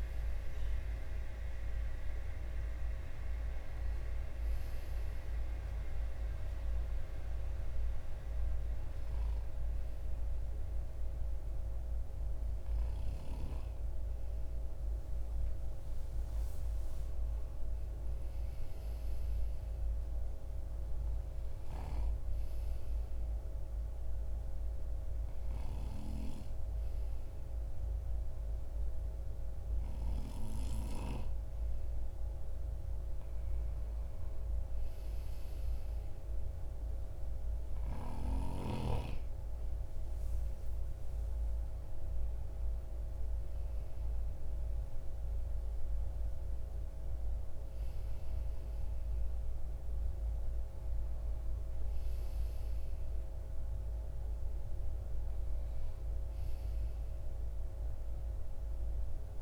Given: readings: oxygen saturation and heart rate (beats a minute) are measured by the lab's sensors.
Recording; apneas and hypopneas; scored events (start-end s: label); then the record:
breathing in sleep by a room microphone; 1
0.00-9.00 s: oxygen desaturation (device-marked, oxygen 88% lowest)
20.50-34.50 s: hypopnea (oxygen 96% before, 92% lowest)
37.50-41.50 s: arousal
From the record:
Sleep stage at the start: N2 (light sleep); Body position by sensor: on the right side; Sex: male